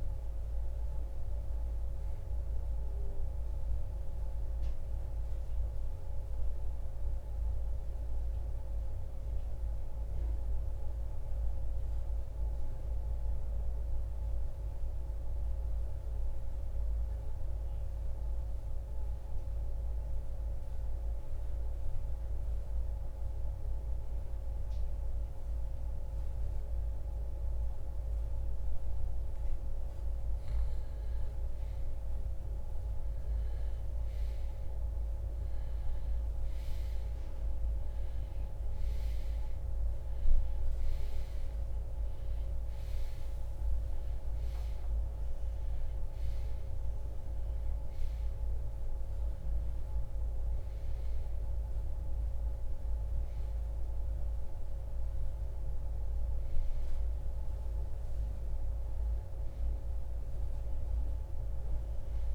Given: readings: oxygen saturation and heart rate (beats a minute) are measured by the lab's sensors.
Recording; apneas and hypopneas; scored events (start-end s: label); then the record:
breathing in sleep, hard to hear, by a room microphone; 1
0.00-6.00 s: oxygen desaturation (device-marked, oxygen 87% lowest, heart rate 55 extreme)
2.50-30.00 s: mixed apnea (oxygen 92% before, 86% lowest, heart rate 78 before, 47 extreme, up 10 after)
32.00-36.50 s: arousal
39.00-62.35 s: oxygen desaturation (device-marked, oxygen 96% before, 86% lowest, heart rate 59 before, 59 extreme)
From the record:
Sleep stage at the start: REM sleep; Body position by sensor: on the right side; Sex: male